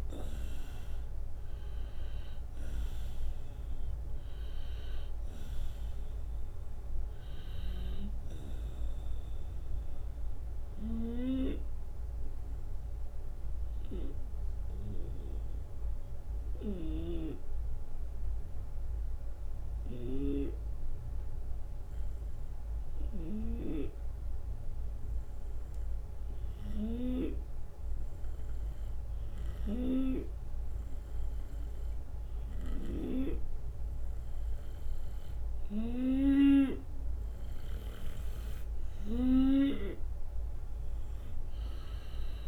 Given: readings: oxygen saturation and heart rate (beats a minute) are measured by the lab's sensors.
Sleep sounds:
breathing in sleep by a room microphone; 1
0.00-3.50 s: arousal
0.00-20.00 s: oxygen desaturation (device-marked, oxygen 89% lowest)
10.50-28.00 s: obstructive apnea (oxygen 95% before, 89% lowest)
16.50-40.00 s: snoring (device-marked)
18.00-20.00 s: long interval between heartbeats (device-marked)
25.00-27.00 s: long interval between heartbeats (device-marked)
32.00-35.50 s: arousal
36.00-42.48 s: oxygen desaturation (device-marked, oxygen 96% before, 90% lowest)
From the record:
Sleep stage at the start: N2 (light sleep); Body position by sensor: on the right side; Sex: male

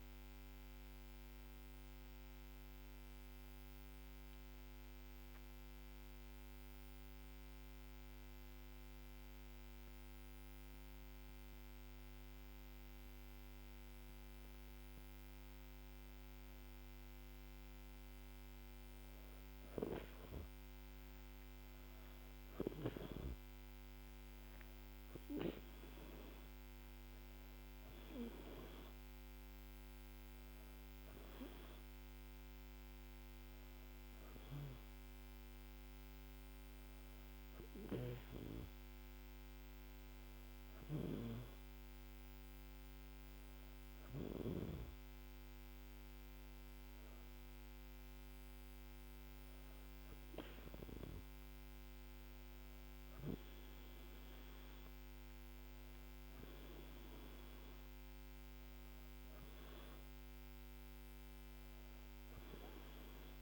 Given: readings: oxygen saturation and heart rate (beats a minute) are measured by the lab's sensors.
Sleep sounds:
breathing in sleep by a microphone on the trachea; 1
2.00-17.50 s: hypopnea (oxygen 97% before, 95% lowest, heart rate 80 before, 76 extreme, up 4 after)
20.50-25.50 s: arousal
23.50-37.50 s: oxygen desaturation (device-marked, oxygen 98% before, 95% lowest, heart rate 77 before, 77 extreme)
From the record:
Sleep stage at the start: N2 (light sleep); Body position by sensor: on the back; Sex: female

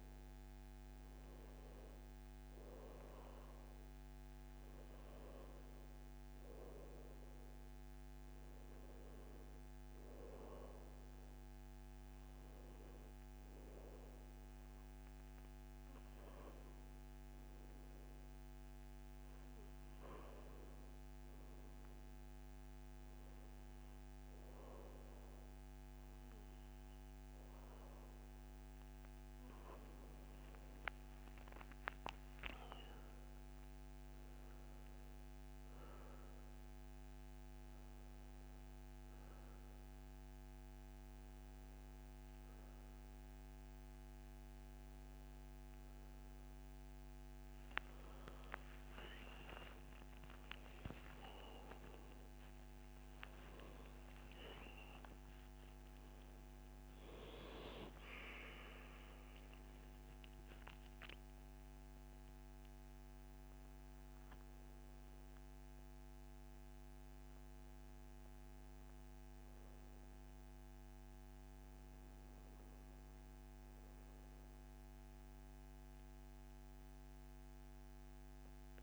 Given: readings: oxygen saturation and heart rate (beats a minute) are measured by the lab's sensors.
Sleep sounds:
breathing in sleep by a microphone on the trachea; none
3.00-78.83 s: new sleep stage, N2 (light sleep)
From the record:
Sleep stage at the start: N1 (lightest sleep); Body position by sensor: on the back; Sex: male

